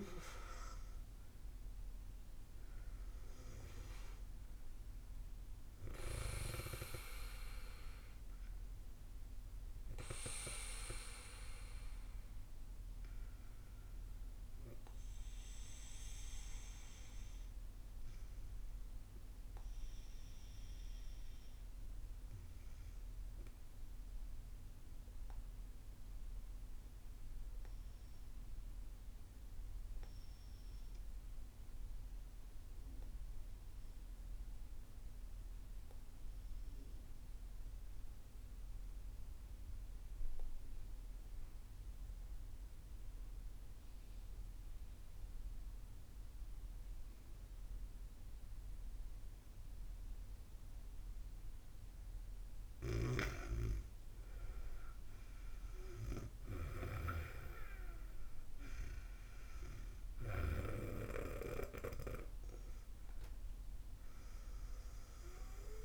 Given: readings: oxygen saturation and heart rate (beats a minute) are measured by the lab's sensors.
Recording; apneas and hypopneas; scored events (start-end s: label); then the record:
breathing in sleep by a room microphone; 1
23.00-51.50 s: obstructive apnea (oxygen 96% before, 91% lowest, heart rate 106 before, 59 extreme, up 12 after)
44.00-65.85 s: oxygen desaturation (device-marked, oxygen 97% before, 91% lowest, heart rate 104 before, 56 extreme)
54.00-58.50 s: arousal
From the record:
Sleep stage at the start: N2 (light sleep); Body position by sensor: on the back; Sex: female